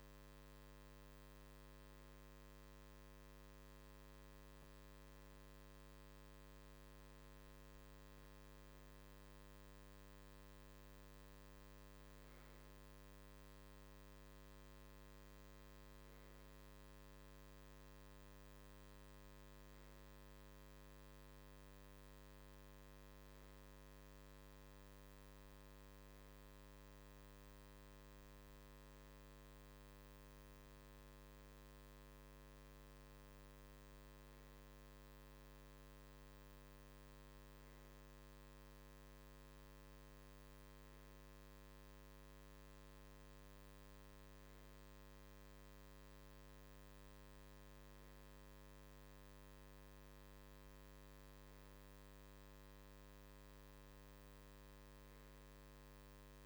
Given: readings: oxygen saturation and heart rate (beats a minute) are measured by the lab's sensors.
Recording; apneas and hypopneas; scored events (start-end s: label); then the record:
breathing in sleep, hard to hear, by a microphone on the trachea; none
none scored
From the record:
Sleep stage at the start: REM sleep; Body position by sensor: on the right side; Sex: male